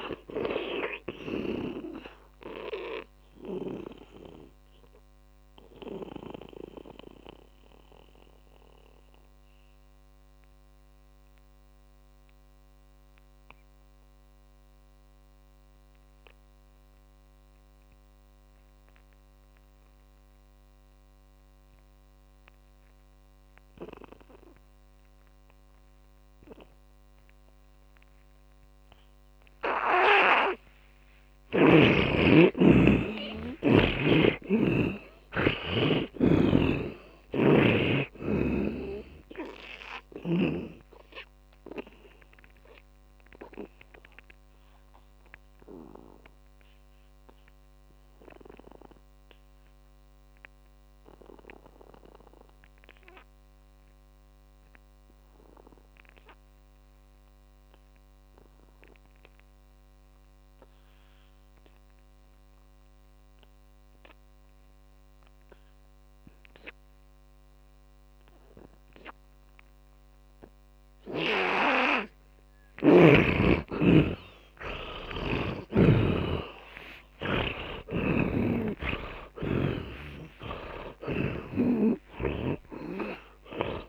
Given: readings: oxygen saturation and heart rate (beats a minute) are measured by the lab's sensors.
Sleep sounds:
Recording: breathing in sleep by a microphone on the trachea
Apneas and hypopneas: 2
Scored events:
0.00-19.50 s: oxygen desaturation (device-marked, oxygen 82% lowest)
2.50-30.50 s: mixed apnea (oxygen 100% before, 80% lowest)
31.50-36.00 s: arousal
36.50-62.50 s: oxygen desaturation (device-marked, oxygen 99% before, 80% lowest)
37.00-41.00 s: snoring (device-marked)
41.00-73.00 s: obstructive apnea (oxygen 100% before, 78% lowest)
74.50-82.50 s: arousal
76.50-80.00 s: snoring (device-marked)
81.50-83.89 s: oxygen desaturation (device-marked, oxygen 98% before, 78% lowest)
From the record:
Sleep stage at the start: N2 (light sleep)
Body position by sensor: on the back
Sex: male

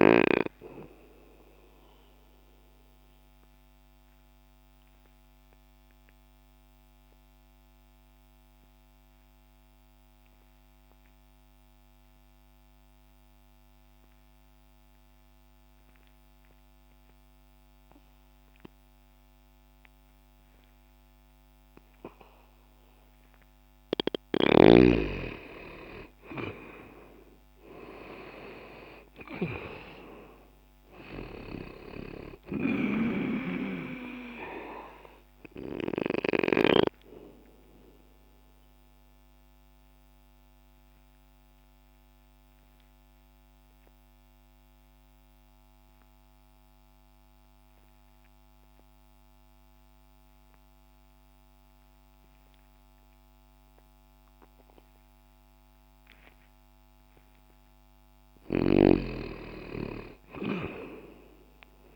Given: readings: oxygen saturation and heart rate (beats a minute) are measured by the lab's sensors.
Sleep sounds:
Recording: breathing in sleep by a microphone on the trachea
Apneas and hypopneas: 2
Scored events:
0.00-12.00 s: oxygen desaturation (device-marked, oxygen 90% lowest, heart rate 60 extreme)
2.50-24.00 s: obstructive apnea (oxygen 97% before, 83% lowest, heart rate 61 before, 59 extreme, up 2 after)
14.00-27.00 s: oxygen desaturation (device-marked, oxygen 91% before, 84% lowest, heart rate 61 before, 59 extreme)
28.00-32.00 s: arousal
38.00-57.50 s: obstructive apnea (oxygen 96% before, 83% lowest, heart rate 61 before, 60 extreme, up 1 after)
43.00-59.00 s: oxygen desaturation (device-marked, oxygen 93% before, 83% lowest, heart rate 61 before, 60 extreme)
58.50-61.96 s: snoring (device-marked)
From the record:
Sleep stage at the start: N2 (light sleep)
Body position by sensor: on the left side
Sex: male

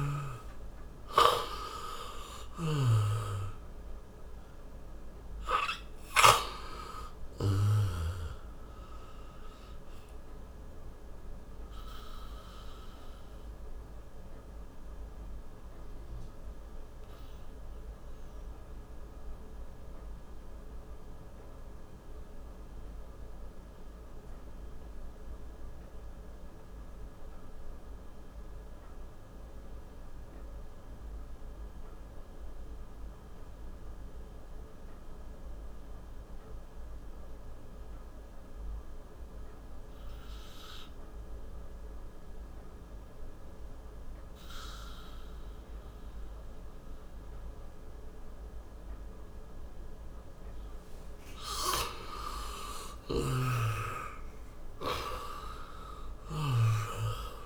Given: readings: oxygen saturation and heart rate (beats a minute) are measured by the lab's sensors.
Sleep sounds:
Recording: breathing in sleep by a room microphone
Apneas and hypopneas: 1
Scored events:
0.00-2.50 s: arousal
0.00-2.50 s: snoring (device-marked)
0.00-32.00 s: oxygen desaturation (device-marked, oxygen 85% lowest, heart rate 54 extreme)
9.50-50.00 s: obstructive apnea (oxygen 97% before, 85% lowest, heart rate 64 before, 54 extreme, up 9 after)
51.50-57.00 s: arousal
53.00-56.50 s: snoring (device-marked)
From the record:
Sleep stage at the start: N2 (light sleep)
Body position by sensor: on the back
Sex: male

